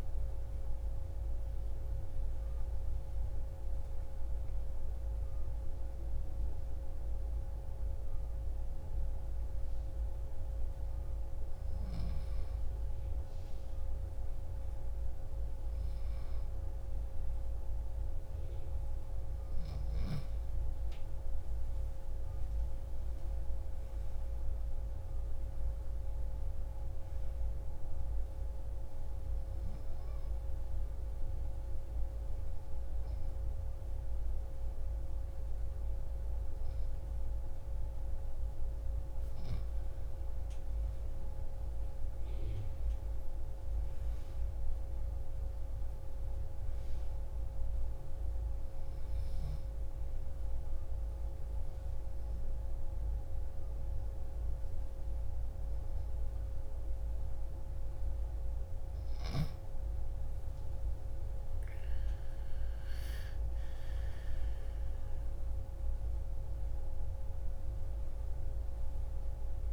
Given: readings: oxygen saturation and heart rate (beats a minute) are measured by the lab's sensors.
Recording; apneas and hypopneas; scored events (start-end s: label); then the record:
breathing in sleep, hard to hear, by a room microphone; 3
0.00-4.50 s: arousal
9.50-19.50 s: hypopnea (oxygen 96% before, 91% lowest)
21.00-24.50 s: arousal
28.00-38.50 s: obstructive apnea (oxygen 97% before, 91% lowest)
28.00-45.00 s: oxygen desaturation (device-marked, oxygen 97% before, 94% lowest)
40.00-44.50 s: arousal
49.50-59.50 s: obstructive apnea (oxygen 97% before, 91% lowest)
53.00-67.00 s: oxygen desaturation (device-marked, oxygen 97% before, 91% lowest)
60.50-63.50 s: arousal
From the record:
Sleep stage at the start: N2 (light sleep); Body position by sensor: on the back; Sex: female